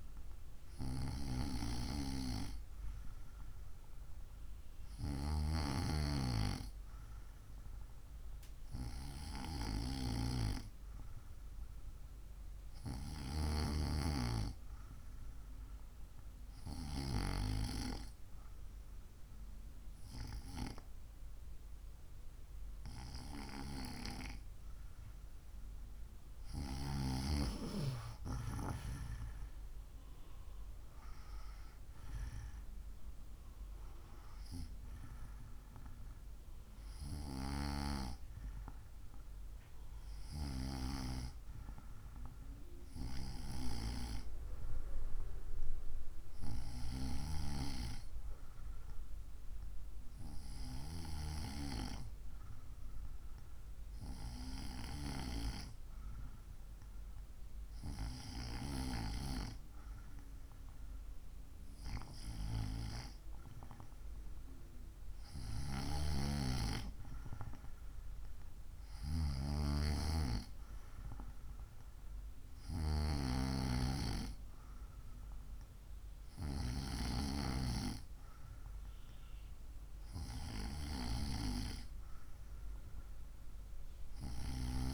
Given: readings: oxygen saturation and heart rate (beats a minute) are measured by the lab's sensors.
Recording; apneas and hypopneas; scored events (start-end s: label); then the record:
breathing in sleep by a room microphone; 1
16.00-27.00 s: hypopnea (oxygen 95% before, 94% lowest, heart rate 63 before, 62 extreme, up 4 after)
29.00-32.50 s: arousal
From the record:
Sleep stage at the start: N2 (light sleep); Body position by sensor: on the right side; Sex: female